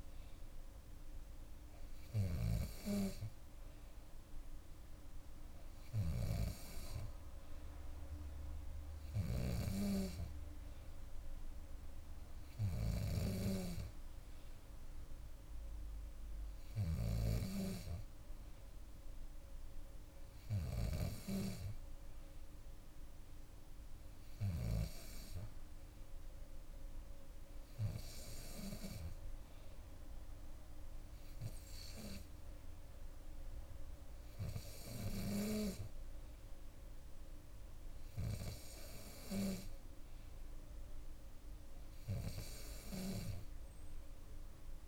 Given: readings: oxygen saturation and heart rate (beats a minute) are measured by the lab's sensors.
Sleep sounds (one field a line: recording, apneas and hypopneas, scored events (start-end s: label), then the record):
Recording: breathing in sleep by a room microphone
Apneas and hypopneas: none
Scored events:
none scored
From the record:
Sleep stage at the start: N2 (light sleep)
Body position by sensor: on the back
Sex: female